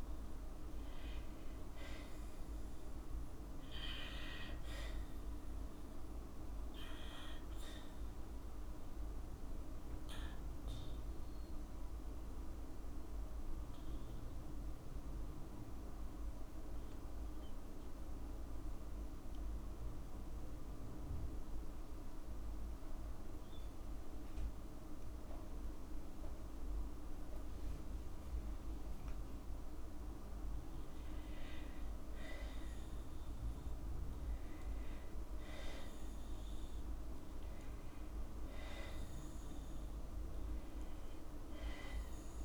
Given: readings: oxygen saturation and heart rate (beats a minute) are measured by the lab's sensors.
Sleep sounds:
breathing in sleep, hard to hear, by a room microphone; 1
10.50-26.50 s: obstructive apnea (oxygen 98% before, 93% lowest, heart rate 57 before, 58 extreme, up 9 after)
12.00-26.00 s: oxygen desaturation (device-marked, oxygen 98% before, 94% lowest, heart rate 58 before, 58 extreme)
24.00-26.00 s: long interval between heartbeats (device-marked, heart rate 58 before, 68 extreme)
28.50-31.50 s: arousal
From the record:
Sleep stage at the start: N2 (light sleep); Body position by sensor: on the back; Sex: female

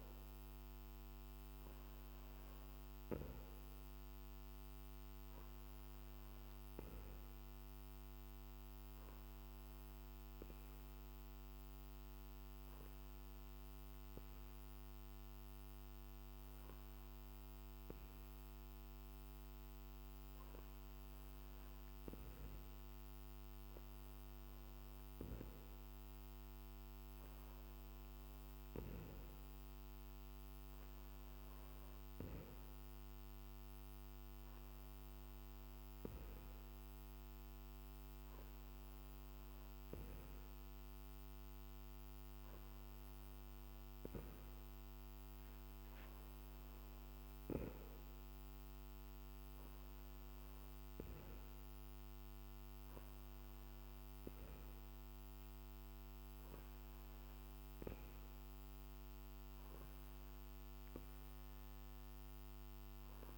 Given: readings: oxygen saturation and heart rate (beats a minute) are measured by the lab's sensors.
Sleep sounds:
breathing in sleep, hard to hear, by a microphone on the trachea; 1
9.00-22.50 s: obstructive apnea (oxygen 96% before, 94% lowest, heart rate 54 before, 49 extreme, up 13 after)
24.00-27.50 s: arousal
From the record:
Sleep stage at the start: N2 (light sleep); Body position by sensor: on the back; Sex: male

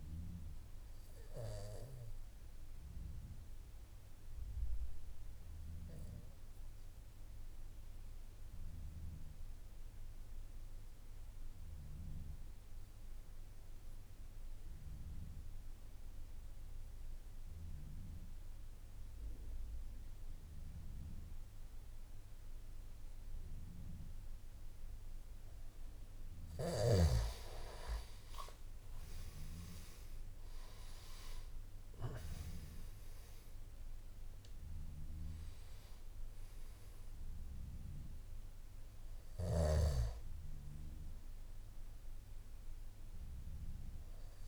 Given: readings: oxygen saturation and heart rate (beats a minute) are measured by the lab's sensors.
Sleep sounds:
breathing in sleep by a room microphone; 1
0.00-16.00 s: oxygen desaturation (device-marked, oxygen 97% before, 92% lowest, heart rate 54 before, 50 extreme)
1.00-25.50 s: obstructive apnea (oxygen 97% before, 87% lowest, heart rate 54 before, 50 extreme, up 12 after)
21.00-23.00 s: long interval between heartbeats (device-marked, heart rate 52 before, 56 extreme)
27.00-44.48 s: oxygen desaturation (device-marked, oxygen 97% before, 87% lowest, heart rate 53 before, 51 extreme)
From the record:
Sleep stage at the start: N2 (light sleep); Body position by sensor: on the back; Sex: male

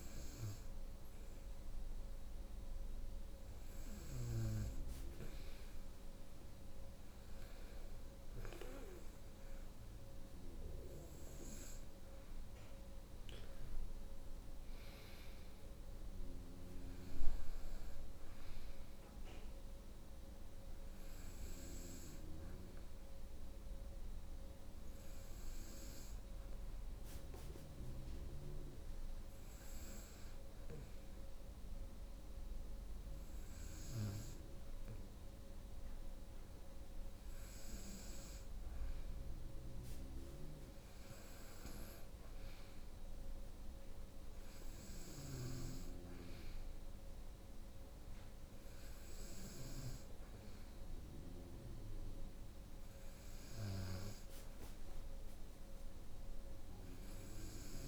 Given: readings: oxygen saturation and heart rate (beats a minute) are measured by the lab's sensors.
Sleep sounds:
breathing in sleep by a room microphone; none
none scored
From the record:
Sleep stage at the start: N2 (light sleep); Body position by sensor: on the right side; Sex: female

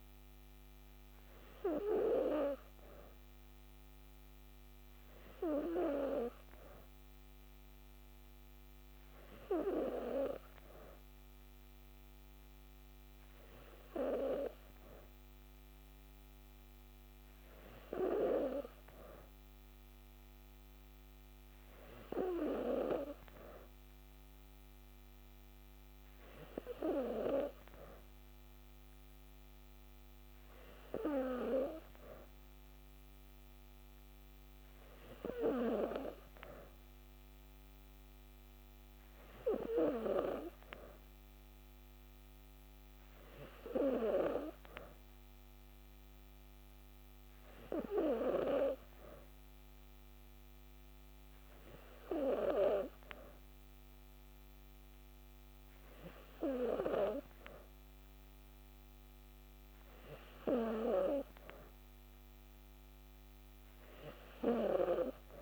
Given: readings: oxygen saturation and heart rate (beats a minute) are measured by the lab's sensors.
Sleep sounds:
breathing in sleep by a microphone on the trachea; none
none scored
From the record:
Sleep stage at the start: N2 (light sleep); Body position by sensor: on the back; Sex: female

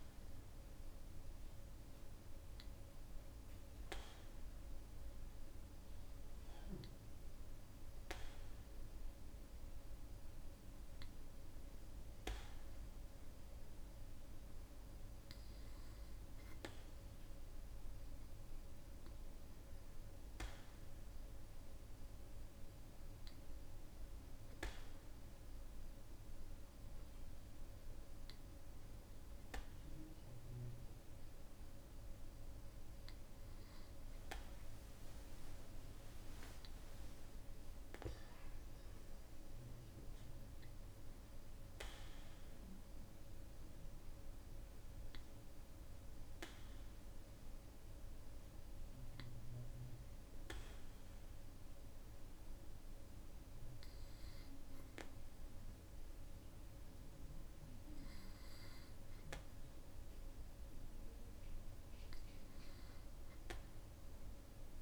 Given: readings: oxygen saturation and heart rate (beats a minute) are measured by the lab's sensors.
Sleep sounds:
breathing in sleep, hard to hear, by a room microphone; none
14.50-16.50 s: long interval between heartbeats (device-marked, heart rate 57 before, 59 extreme)
From the record:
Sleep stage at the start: N2 (light sleep); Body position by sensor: on the back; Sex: male

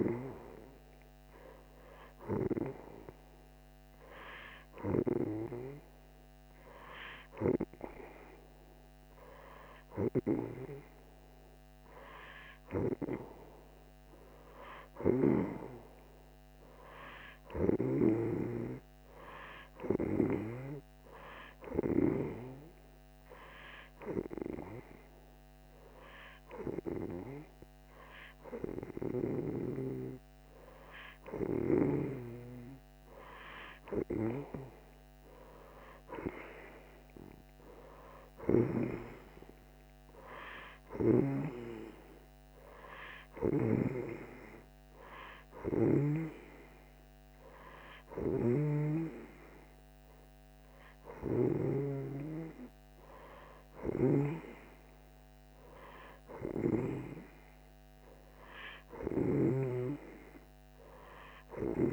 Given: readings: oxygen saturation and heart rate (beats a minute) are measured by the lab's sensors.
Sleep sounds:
breathing in sleep by a microphone on the trachea; 1
22.00-32.50 s: hypopnea (oxygen 90% before, 88% lowest)
34.00-37.50 s: arousal
48.00-59.50 s: snoring (device-marked)
From the record:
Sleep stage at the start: N2 (light sleep); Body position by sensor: on the right side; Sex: female

